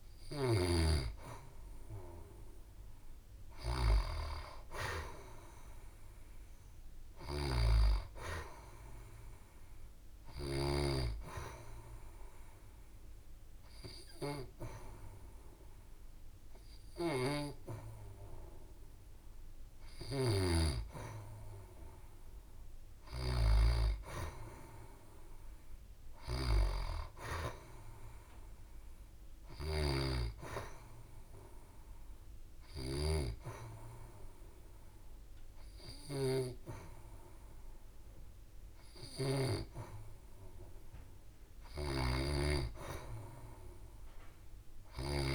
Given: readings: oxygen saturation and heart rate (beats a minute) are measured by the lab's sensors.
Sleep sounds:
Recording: breathing in sleep by a room microphone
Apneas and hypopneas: 2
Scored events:
0.00-6.50 s: oxygen desaturation (device-marked, oxygen 90% lowest, heart rate 67 extreme)
10.50-20.50 s: obstructive apnea (oxygen 93% before, 90% lowest, heart rate 70 before, 67 extreme, up 0 after)
11.50-25.50 s: oxygen desaturation (device-marked, oxygen 93% before, 90% lowest, heart rate 70 before, 67 extreme)
23.00-26.50 s: arousal
31.00-41.00 s: hypopnea (oxygen 94% before, 90% lowest, heart rate 69 before, 68 extreme, up 0 after)
32.50-42.50 s: oxygen desaturation (device-marked, oxygen 94% before, 90% lowest, heart rate 69 before, 68 extreme)
43.00-45.35 s: arousal
From the record:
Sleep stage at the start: N2 (light sleep)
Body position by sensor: on the back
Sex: female

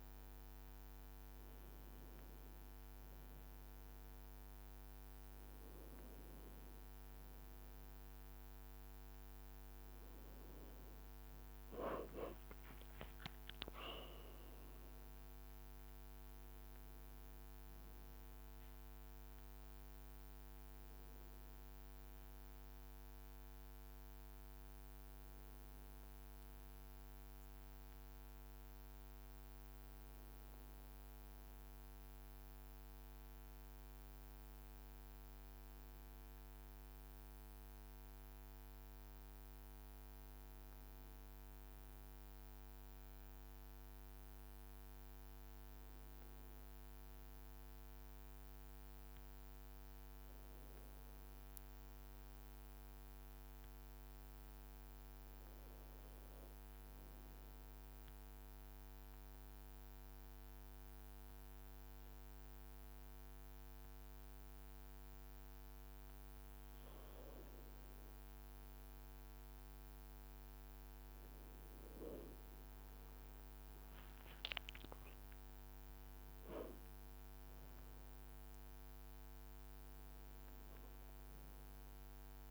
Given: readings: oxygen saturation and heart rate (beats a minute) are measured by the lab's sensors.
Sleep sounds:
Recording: breathing in sleep, hard to hear, by a microphone on the trachea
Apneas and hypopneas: 1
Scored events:
0.00-18.00 s: oxygen desaturation (device-marked, oxygen 94% before, 91% lowest, heart rate 55 before, 53 extreme)
11.50-14.00 s: leg movement (device-marked)
45.50-51.00 s: arousal
56.50-68.50 s: obstructive apnea (oxygen 97% before, 92% lowest, heart rate 54 before, 53 extreme, up 3 after)
67.00-82.50 s: oxygen desaturation (device-marked, oxygen 95% before, 92% lowest, heart rate 53 before, 53 extreme)
71.00-75.50 s: arousal
73.50-79.50 s: leg movement (device-marked)
From the record:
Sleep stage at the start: N2 (light sleep)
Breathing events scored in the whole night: 203 in 4.1 hours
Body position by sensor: on the back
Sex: male

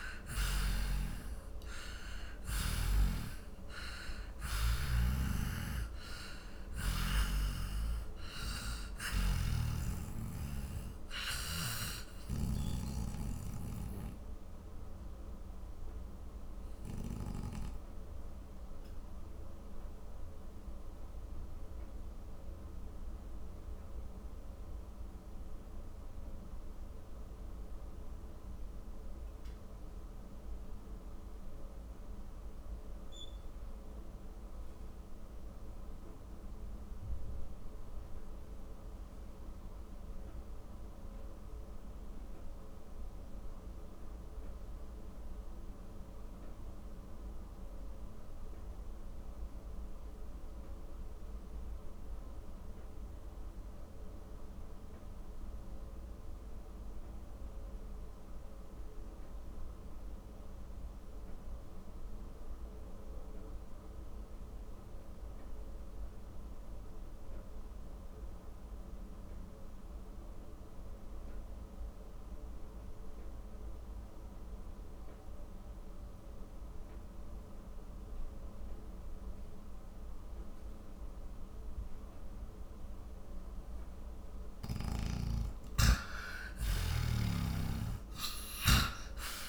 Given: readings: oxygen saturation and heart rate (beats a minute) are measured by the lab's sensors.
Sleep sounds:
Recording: breathing in sleep by a room microphone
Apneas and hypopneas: 1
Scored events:
0.00-3.00 s: snoring (device-marked)
0.00-44.50 s: oxygen desaturation (device-marked, oxygen 78% lowest, heart rate 38 extreme)
5.00-12.50 s: snoring (device-marked)
13.00-84.50 s: obstructive apnea (oxygen 97% before, 78% lowest, heart rate 66 before, 38 extreme, up 28 after)
78.50-89.49 s: oxygen desaturation (device-marked, oxygen 97% before, 88% lowest, heart rate 50 before, 38 extreme)
86.00-89.49 s: arousal
From the record:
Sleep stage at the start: N2 (light sleep)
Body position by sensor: on the back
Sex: male

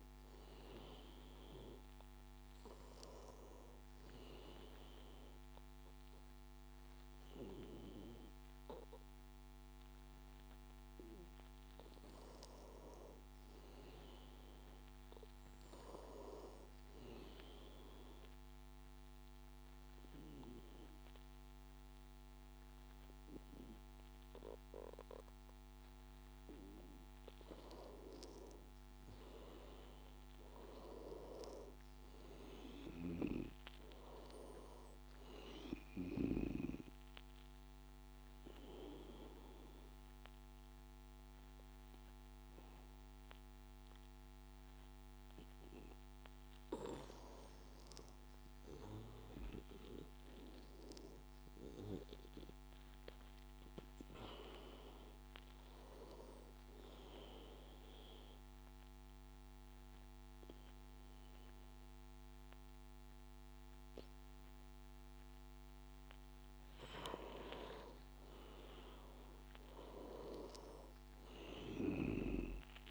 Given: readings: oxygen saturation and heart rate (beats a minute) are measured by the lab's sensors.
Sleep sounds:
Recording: breathing in sleep by a microphone on the trachea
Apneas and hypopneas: 3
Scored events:
17.50-27.50 s: obstructive apnea (oxygen 96% before, 92% lowest, heart rate 86 before, 84 extreme, up 7 after)
29.50-32.50 s: arousal
36.00-47.00 s: obstructive apnea (oxygen 96% before, 92% lowest, heart rate 88 before, 81 extreme, up 8 after)
48.00-52.00 s: arousal
57.00-67.50 s: obstructive apnea (oxygen 97% before, 91% lowest, heart rate 90 before, 81 extreme, up 9 after)
70.00-72.91 s: arousal
From the record:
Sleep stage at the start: N2 (light sleep)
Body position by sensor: on the back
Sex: male

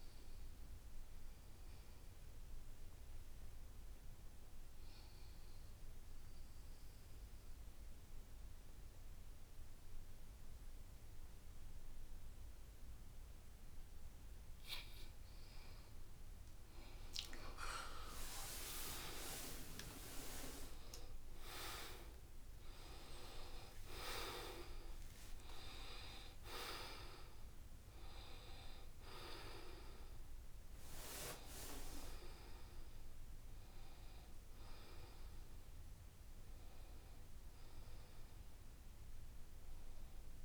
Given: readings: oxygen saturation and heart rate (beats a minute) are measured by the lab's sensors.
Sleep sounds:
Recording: breathing in sleep by a room microphone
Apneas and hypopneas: 1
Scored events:
1.50-15.00 s: obstructive apnea (oxygen 98% before, 88% lowest, heart rate 74 before, 58 extreme, up 30 after)
7.00-11.00 s: bradycardia (device-marked, heart rate 75 before, 59 extreme)
17.00-29.00 s: oxygen desaturation (device-marked, oxygen 96% before, 90% lowest, heart rate 63 before, 69 extreme)
17.50-22.00 s: arousal
22.00-24.00 s: long interval between heartbeats (device-marked, heart rate 64 before, 88 extreme)
24.50-26.50 s: long interval between heartbeats (device-marked, heart rate 67 before, 107 extreme)
34.00-40.45 s: oxygen desaturation (device-marked, oxygen 92% before, 88% lowest, heart rate 84 before, 68 extreme)
From the record:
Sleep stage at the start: N2 (light sleep)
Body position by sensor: on the back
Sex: male

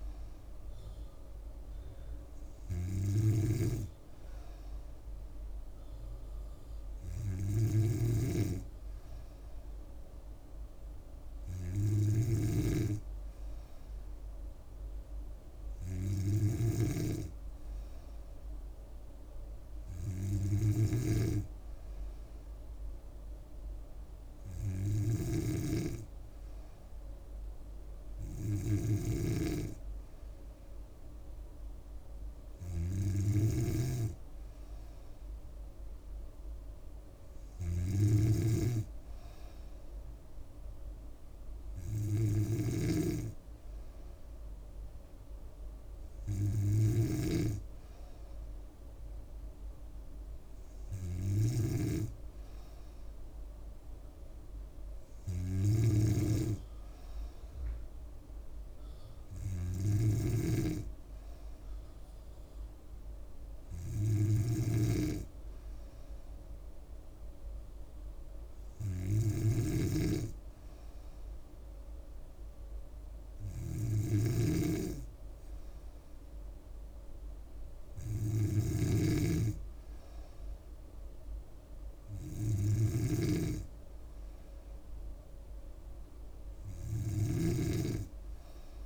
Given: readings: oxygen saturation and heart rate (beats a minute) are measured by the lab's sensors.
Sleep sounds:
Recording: breathing in sleep by a room microphone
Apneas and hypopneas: none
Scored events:
25.00-52.00 s: snoring (device-marked)
60.00-88.85 s: new sleep stage, N3 (deep sleep)
69.50-87.50 s: snoring (device-marked)
From the record:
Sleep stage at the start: N2 (light sleep)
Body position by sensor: on the back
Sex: female

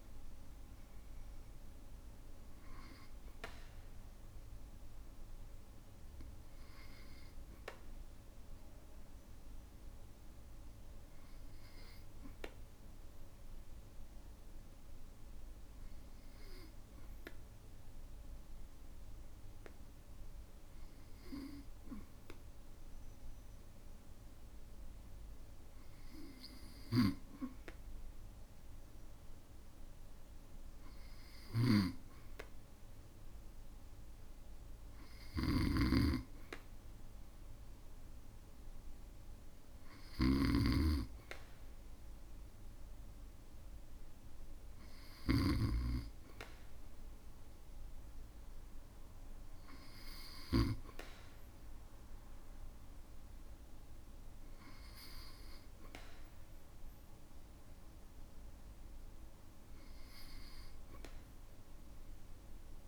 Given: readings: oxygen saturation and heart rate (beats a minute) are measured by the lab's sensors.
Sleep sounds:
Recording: breathing in sleep by a room microphone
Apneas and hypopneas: 1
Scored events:
6.00-22.50 s: obstructive apnea (oxygen 96% before, 94% lowest, heart rate 56 before, 54 extreme, up 0 after)
24.50-27.00 s: arousal
31.50-46.00 s: snoring (device-marked)
From the record:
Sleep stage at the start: N2 (light sleep)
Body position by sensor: on the back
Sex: male

